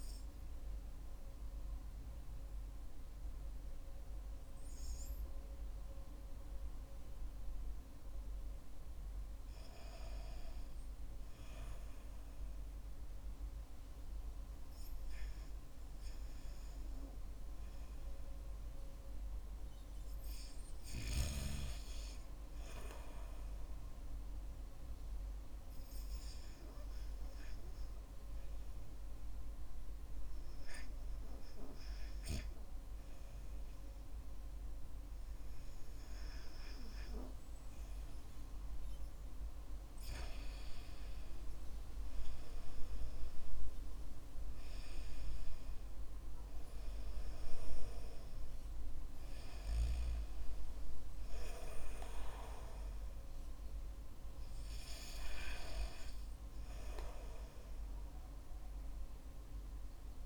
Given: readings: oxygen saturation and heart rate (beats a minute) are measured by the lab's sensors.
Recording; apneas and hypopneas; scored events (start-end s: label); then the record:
breathing in sleep by a room microphone; 1
25.50-38.00 s: hypopnea (oxygen 98% before, 95% lowest, heart rate 57 before, 47 extreme, up 15 after)
41.50-45.50 s: arousal
From the record:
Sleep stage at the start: REM sleep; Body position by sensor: on the back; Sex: male